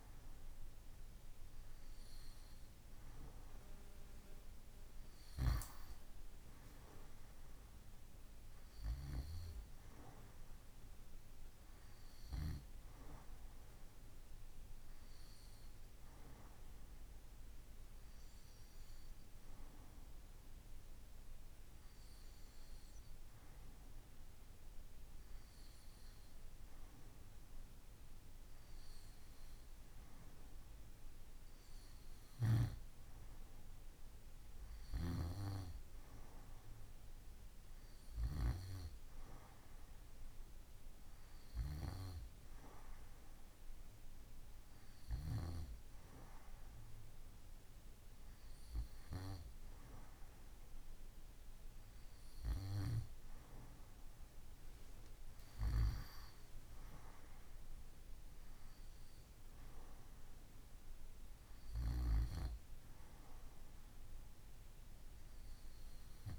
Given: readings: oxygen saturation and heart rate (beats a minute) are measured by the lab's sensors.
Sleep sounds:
breathing in sleep by a room microphone; none
none scored
From the record:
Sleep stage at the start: N2 (light sleep); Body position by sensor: on the right side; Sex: male

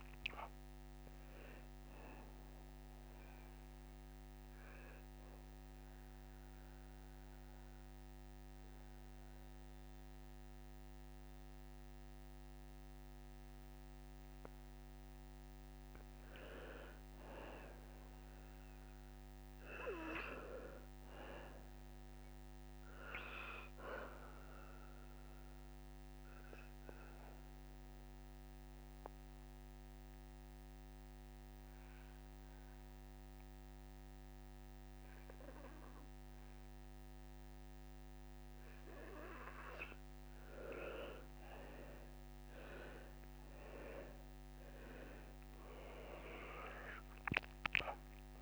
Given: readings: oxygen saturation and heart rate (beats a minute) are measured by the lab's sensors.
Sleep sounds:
breathing in sleep by a microphone on the trachea; 2
0.00-19.00 s: oxygen desaturation (device-marked, oxygen 86% lowest, heart rate 26 extreme)
3.50-14.50 s: obstructive apnea (oxygen 95% before, 82% lowest, heart rate 58 before, 26 extreme)
16.50-20.00 s: arousal
24.00-39.00 s: obstructive apnea (oxygen 98% before, 82% lowest, heart rate 76 before, 36 extreme)
25.00-35.00 s: oxygen desaturation (device-marked, oxygen 98% before, 88% lowest, heart rate 75 before, 36 extreme)
40.00-48.42 s: oxygen desaturation (device-marked, oxygen 96% before, 82% lowest)
42.00-47.00 s: arousal
From the record:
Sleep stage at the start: N2 (light sleep); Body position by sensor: on the back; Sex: male

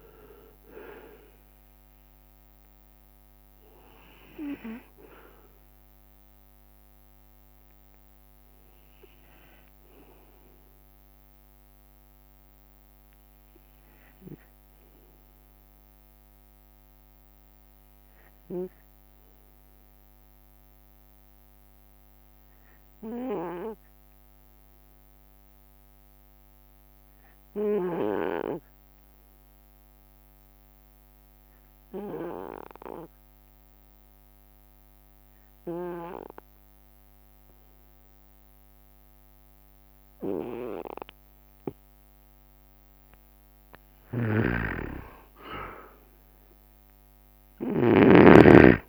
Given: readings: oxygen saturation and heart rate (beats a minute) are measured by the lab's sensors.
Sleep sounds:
breathing in sleep by a microphone on the trachea; 1
0.00-8.00 s: drop in pulse transit time (device-marked, heart rate 69 extreme)
0.00-22.00 s: oxygen desaturation (device-marked, oxygen 89% lowest, heart rate 62 extreme)
11.50-42.00 s: obstructive apnea (oxygen 97% before, 89% lowest, heart rate 69 before, 62 extreme, up 2 after)
30.50-32.00 s: leg movement (device-marked)
40.50-47.00 s: leg movement (device-marked)
44.00-48.50 s: arousal
44.00-48.50 s: snoring (device-marked)
44.00-48.89 s: oxygen desaturation (device-marked, oxygen 98% before, 92% lowest, heart rate 66 before, 64 extreme)
45.00-48.89 s: drop in pulse transit time (device-marked, heart rate 66 before, 67 extreme)
From the record:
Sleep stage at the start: N2 (light sleep); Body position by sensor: on the right side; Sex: male

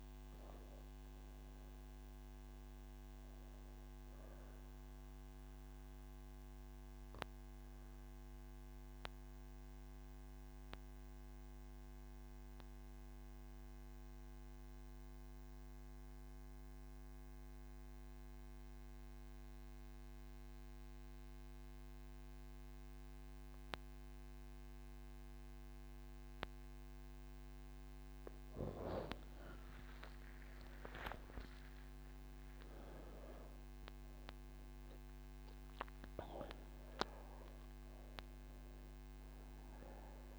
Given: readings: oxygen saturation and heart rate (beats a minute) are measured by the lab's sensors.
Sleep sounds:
breathing in sleep by a microphone on the trachea; none
0.00-12.00 s: oxygen desaturation (device-marked, oxygen 87% lowest)
31.00-38.00 s: oxygen desaturation (device-marked, oxygen 98% before, 93% lowest)
From the record:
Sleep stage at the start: N2 (light sleep); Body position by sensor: on the right side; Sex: female

